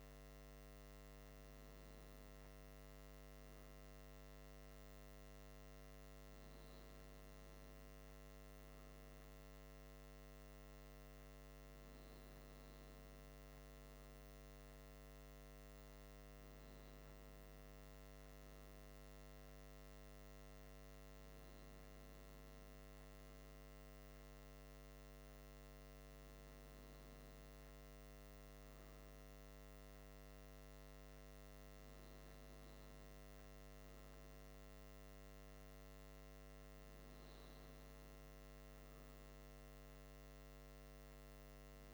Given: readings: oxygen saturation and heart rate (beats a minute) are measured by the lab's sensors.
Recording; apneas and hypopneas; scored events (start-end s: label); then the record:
breathing in sleep, hard to hear, by a microphone on the trachea; none
30.00-41.94 s: new sleep stage, N2 (light sleep)
From the record:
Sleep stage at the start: N3 (deep sleep); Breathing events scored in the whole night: 78 in 6.0 hours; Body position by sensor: on the back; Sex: male